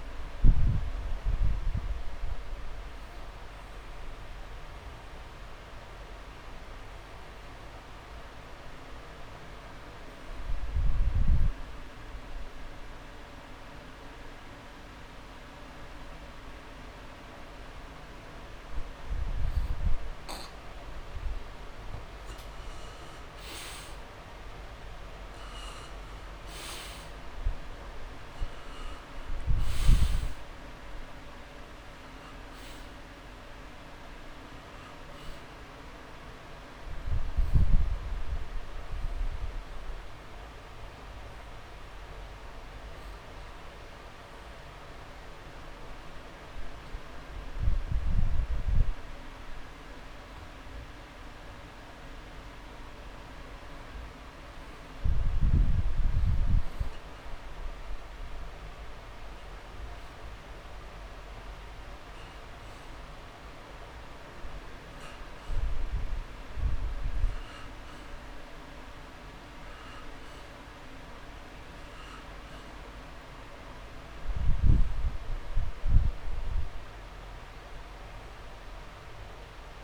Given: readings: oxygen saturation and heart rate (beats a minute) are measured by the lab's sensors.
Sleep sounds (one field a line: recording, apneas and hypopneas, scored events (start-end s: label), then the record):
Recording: breathing in sleep, hard to hear, by a room microphone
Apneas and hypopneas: 2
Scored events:
2.00-21.00 s: obstructive apnea (oxygen 96% before, 86% lowest)
6.00-8.00 s: long interval between heartbeats (device-marked)
23.00-27.00 s: arousal
23.50-62.50 s: oxygen desaturation (device-marked, oxygen 97% before, 86% lowest)
29.50-38.50 s: drop in pulse transit time (device-marked)
38.00-49.50 s: hypopnea (oxygen 97% before, 86% lowest)
50.50-59.50 s: drop in pulse transit time (device-marked)
56.50-60.00 s: arousal
61.50-72.50 s: drop in pulse transit time (device-marked)
73.00-76.50 s: arousal
From the record:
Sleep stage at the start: N2 (light sleep)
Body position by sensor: on the back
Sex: male